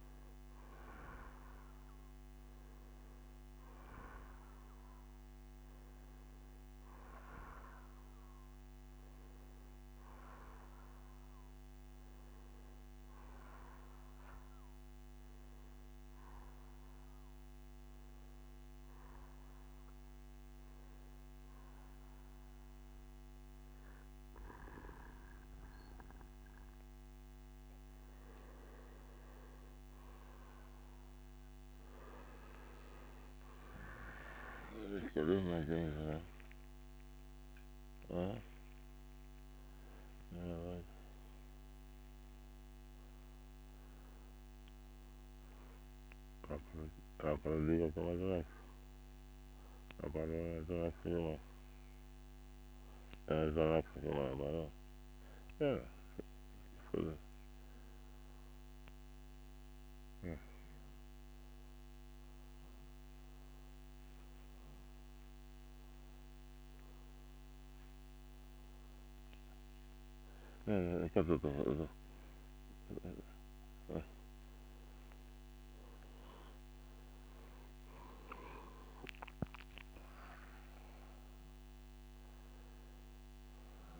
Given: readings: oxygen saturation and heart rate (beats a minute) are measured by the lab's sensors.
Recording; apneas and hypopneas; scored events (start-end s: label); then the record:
breathing in sleep by a microphone on the trachea; 2
11.00-13.00 s: bradycardia (device-marked, heart rate 65 before, 60 extreme)
16.00-26.50 s: hypopnea (oxygen 94% before, 92% lowest, heart rate 66 before, 63 extreme, up 3 after)
29.00-33.00 s: arousal
46.50-70.00 s: hypopnea (oxygen 94% before, 93% lowest, heart rate 69 before, 59 extreme, up 13 after)
66.00-84.00 s: new sleep stage, awake
From the record:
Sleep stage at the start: N2 (light sleep); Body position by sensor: on the back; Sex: male